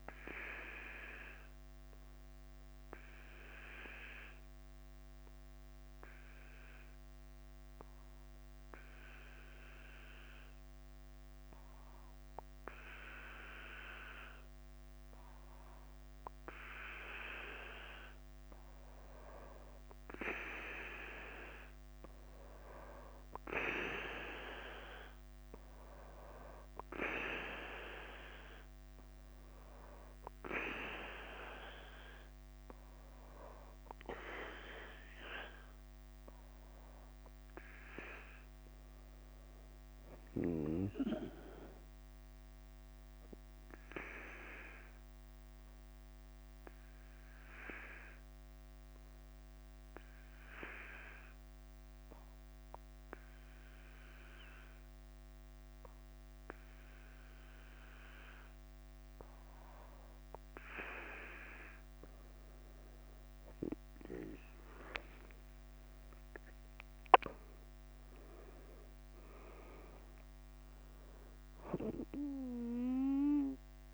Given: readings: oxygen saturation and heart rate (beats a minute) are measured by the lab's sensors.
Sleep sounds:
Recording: breathing in sleep by a microphone on the trachea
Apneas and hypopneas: 2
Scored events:
0.00-73.94 s: bradycardia (device-marked, heart rate 42 extreme)
0.50-16.50 s: obstructive apnea (oxygen 98% before, 94% lowest, heart rate 50 before, 47 extreme, up 4 after)
20.00-22.50 s: arousal
35.50-57.50 s: oxygen desaturation (device-marked, oxygen 97% before, 94% lowest, heart rate 50 before, 46 extreme)
39.00-42.00 s: arousal
44.00-59.00 s: obstructive apnea (oxygen 99% before, 94% lowest, heart rate 51 before, 46 extreme, up 6 after)
64.00-68.50 s: arousal
From the record:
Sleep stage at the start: N2 (light sleep)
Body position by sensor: on the back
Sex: male

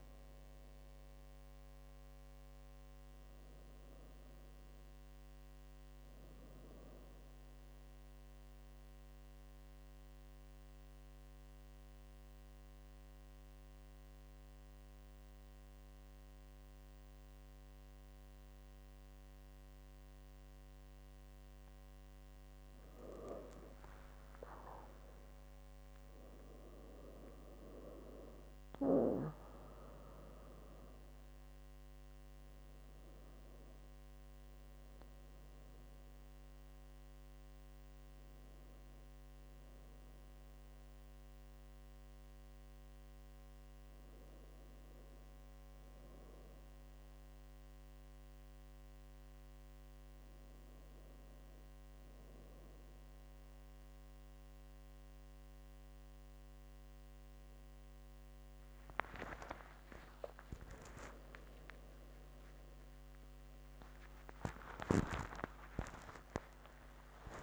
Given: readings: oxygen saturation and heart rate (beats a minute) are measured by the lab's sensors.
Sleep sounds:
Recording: breathing in sleep by a microphone on the trachea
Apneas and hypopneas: 2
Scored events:
0.00-3.50 s: arousal
8.50-22.00 s: central apnea (oxygen 99% before, 96% lowest, heart rate 72 before, 67 extreme, up 20 after)
24.00-29.00 s: arousal
38.50-50.50 s: hypopnea (oxygen 99% before, 96% lowest, heart rate 78 before, 74 extreme, up 2 after)
55.50-67.42 s: new sleep stage, awake
From the record:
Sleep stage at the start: N1 (lightest sleep)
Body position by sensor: on the back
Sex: female

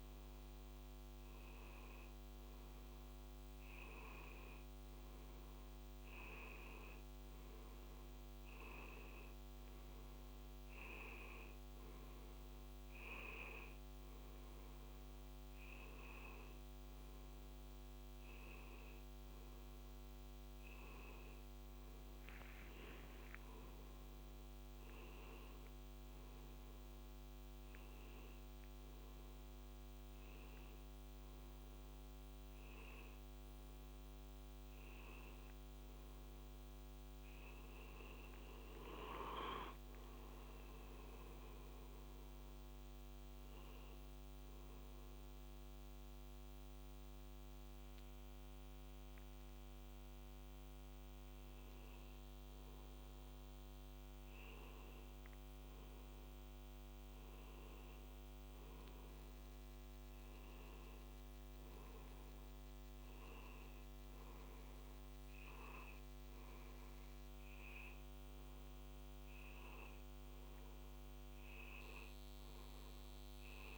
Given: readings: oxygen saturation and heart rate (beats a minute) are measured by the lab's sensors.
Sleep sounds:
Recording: a person awake in a sleep study, hard to hear, by a microphone on the trachea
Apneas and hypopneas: none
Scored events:
none scored
From the record:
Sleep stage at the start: awake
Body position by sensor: on the back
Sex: male

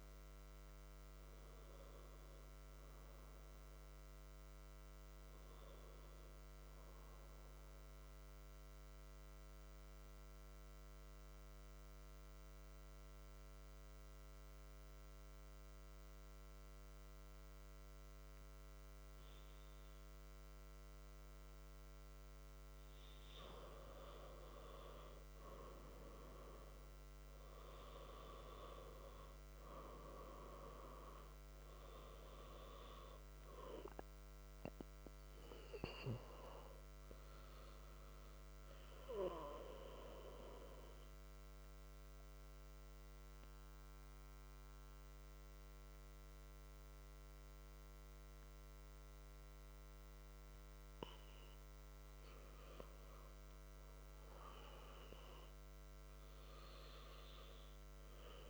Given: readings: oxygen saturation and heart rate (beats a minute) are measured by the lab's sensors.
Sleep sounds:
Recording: breathing in sleep by a microphone on the trachea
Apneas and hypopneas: 2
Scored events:
7.00-19.50 s: central apnea (oxygen 98% before, 93% lowest, heart rate 76 before, 62 extreme, up 3 after)
19.00-58.50 s: new sleep stage, N2 (light sleep)
22.00-26.50 s: arousal
31.00-48.00 s: oxygen desaturation (device-marked, oxygen 97% before, 93% lowest, heart rate 64 before, 63 extreme)
41.00-51.50 s: central apnea (oxygen 97% before, 92% lowest, heart rate 64 before, 63 extreme, up 3 after)
53.50-58.50 s: arousal
From the record:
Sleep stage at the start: N1 (lightest sleep)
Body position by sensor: on the back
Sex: male

